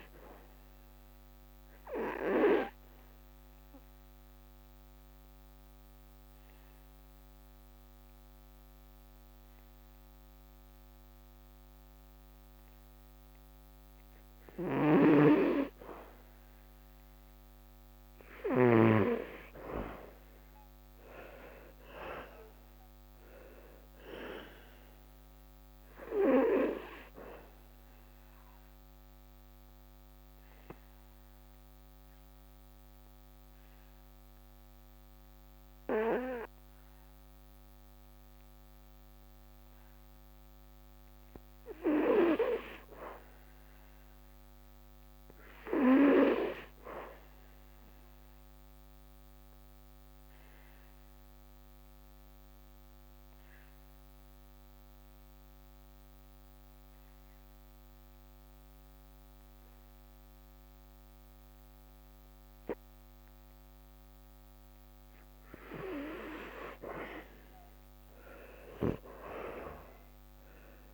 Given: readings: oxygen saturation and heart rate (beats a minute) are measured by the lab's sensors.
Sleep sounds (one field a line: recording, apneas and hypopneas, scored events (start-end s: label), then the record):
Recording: breathing in sleep by a microphone on the trachea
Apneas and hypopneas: 3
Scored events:
2.50-14.00 s: obstructive apnea (oxygen 98% before, 82% lowest, heart rate 74 before, 64 extreme, up 10 after)
9.50-19.50 s: oxygen desaturation (device-marked, oxygen 98% before, 90% lowest, heart rate 73 before, 64 extreme)
19.50-23.50 s: arousal
25.50-48.50 s: oxygen desaturation (device-marked, oxygen 93% before, 82% lowest, heart rate 70 before, 62 extreme)
27.00-40.00 s: obstructive apnea (oxygen 98% before, 80% lowest, heart rate 70 before, 63 extreme)
42.50-45.00 s: arousal
49.00-66.00 s: obstructive apnea (oxygen 93% before, 80% lowest, heart rate 73 before, 62 extreme, up 21 after)
54.50-70.94 s: oxygen desaturation (device-marked, oxygen 97% before, 87% lowest, heart rate 71 before, 62 extreme)
From the record:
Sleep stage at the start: N2 (light sleep)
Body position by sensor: on the back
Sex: male